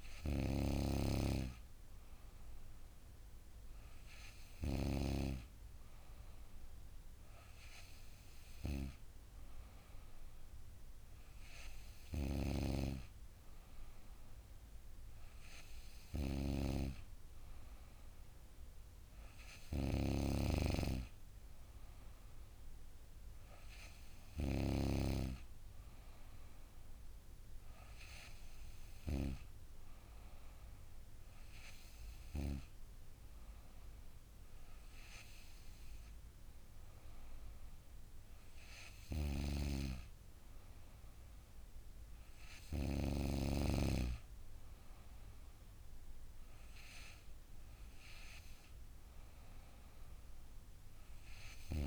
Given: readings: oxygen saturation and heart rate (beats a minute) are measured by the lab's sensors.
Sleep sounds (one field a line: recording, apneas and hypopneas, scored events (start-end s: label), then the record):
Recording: breathing in sleep by a room microphone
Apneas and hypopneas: none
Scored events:
none scored
From the record:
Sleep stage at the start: N3 (deep sleep)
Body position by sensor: on the back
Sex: female